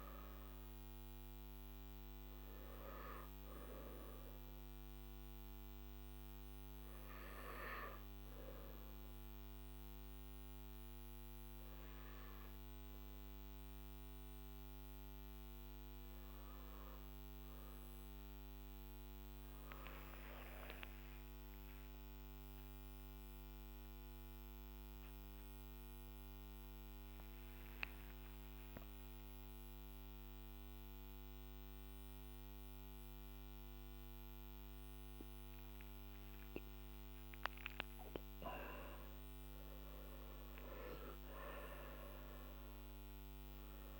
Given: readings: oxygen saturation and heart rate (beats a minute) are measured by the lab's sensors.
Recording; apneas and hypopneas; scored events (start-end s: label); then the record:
breathing in sleep by a microphone on the trachea; none
0.00-2.50 s: oxygen desaturation (device-marked, oxygen 93% lowest, heart rate 49 extreme)
21.50-23.50 s: long interval between heartbeats (device-marked, heart rate 52 before, 62 extreme)
From the record:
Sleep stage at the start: N3 (deep sleep); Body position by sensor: on the back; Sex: male